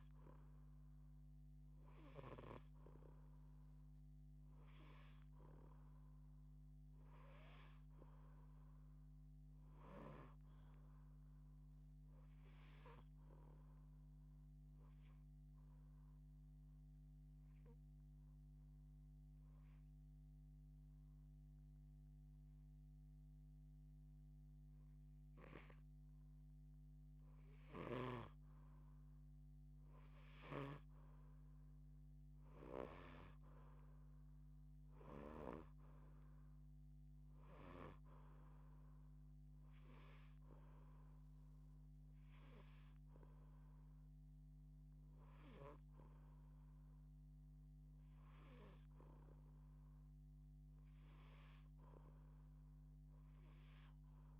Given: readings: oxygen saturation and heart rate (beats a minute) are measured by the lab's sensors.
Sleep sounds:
breathing in sleep by a microphone on the trachea; 1
15.50-27.00 s: obstructive apnea (oxygen 88% before, 83% lowest, heart rate 87 before, 49 extreme)
27.00-35.00 s: snoring (device-marked)
29.00-32.00 s: arousal
36.00-54.40 s: oxygen desaturation (device-marked, oxygen 89% before, 83% lowest, heart rate 146 before, 39 extreme)
From the record:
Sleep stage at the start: N2 (light sleep); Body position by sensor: on the back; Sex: female

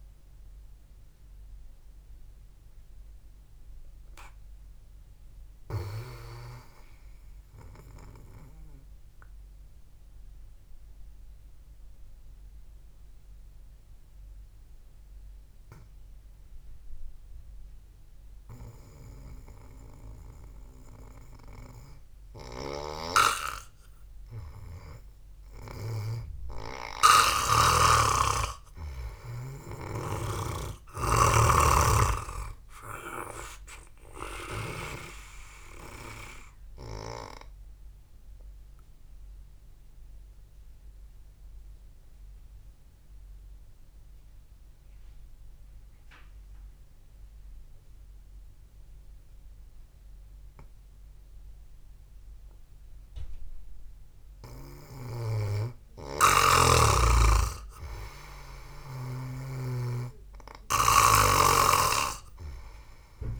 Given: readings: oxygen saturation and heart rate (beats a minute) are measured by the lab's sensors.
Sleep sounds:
breathing in sleep by a room microphone; 2
0.00-19.50 s: oxygen desaturation (device-marked, oxygen 88% lowest, heart rate 53 extreme)
9.00-23.00 s: obstructive apnea (oxygen 97% before, 88% lowest, heart rate 57 before, 62 extreme, up 4 after)
25.50-29.50 s: arousal
36.50-54.50 s: oxygen desaturation (device-marked, oxygen 97% before, 93% lowest, heart rate 65 before, 54 extreme)
38.50-55.00 s: obstructive apnea (oxygen 99% before, 89% lowest, heart rate 65 before, 54 extreme, up 1 after)
57.50-61.50 s: arousal
From the record:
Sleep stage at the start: N2 (light sleep); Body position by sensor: on the back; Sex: male

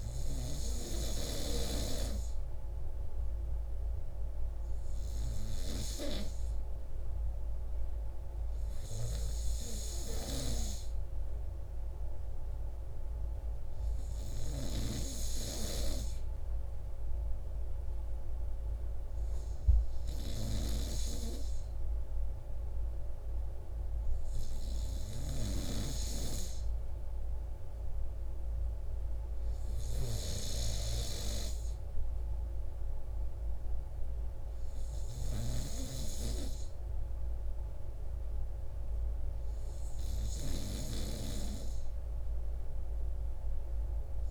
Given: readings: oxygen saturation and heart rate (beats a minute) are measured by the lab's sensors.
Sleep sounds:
breathing in sleep by a room microphone; none
none scored
From the record:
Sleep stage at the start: N3 (deep sleep); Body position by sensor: on the right side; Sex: male

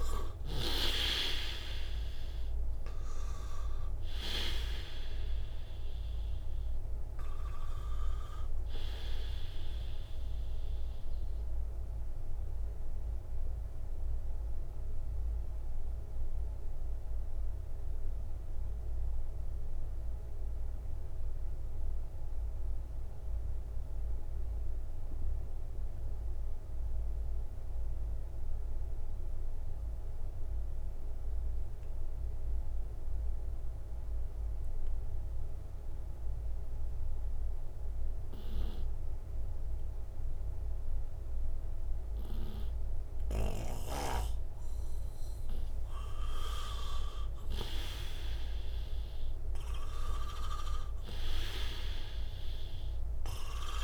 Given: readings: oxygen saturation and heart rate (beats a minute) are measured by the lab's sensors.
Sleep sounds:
breathing in sleep by a room microphone; 1
0.00-25.50 s: oxygen desaturation (device-marked, oxygen 89% lowest, heart rate 58 extreme)
11.00-45.00 s: obstructive apnea (oxygen 98% before, 88% lowest, heart rate 75 before, 58 extreme, up 6 after)
41.50-53.84 s: oxygen desaturation (device-marked, oxygen 98% before, 88% lowest, heart rate 59 before, 58 extreme)
47.50-51.00 s: arousal
From the record:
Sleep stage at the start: N2 (light sleep); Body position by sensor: on the right side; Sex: male

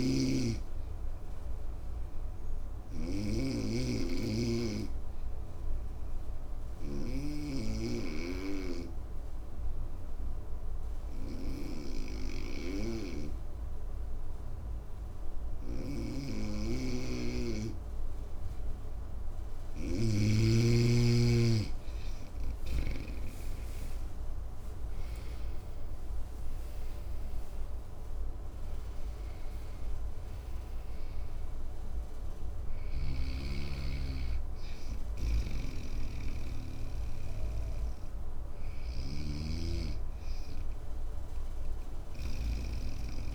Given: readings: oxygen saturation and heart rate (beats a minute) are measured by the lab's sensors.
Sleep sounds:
breathing in sleep by a room microphone; 1
0.00-3.00 s: snoring (device-marked)
0.00-23.00 s: oxygen desaturation (device-marked, oxygen 94% lowest, heart rate 55 extreme)
4.00-19.50 s: obstructive apnea (oxygen 99% before, 92% lowest, heart rate 55 before, 56 extreme, up 14 after)
16.00-22.50 s: snoring (device-marked)
23.00-27.00 s: arousal
32.50-39.00 s: snoring (device-marked)
From the record:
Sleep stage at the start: N2 (light sleep); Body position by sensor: on the right side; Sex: male

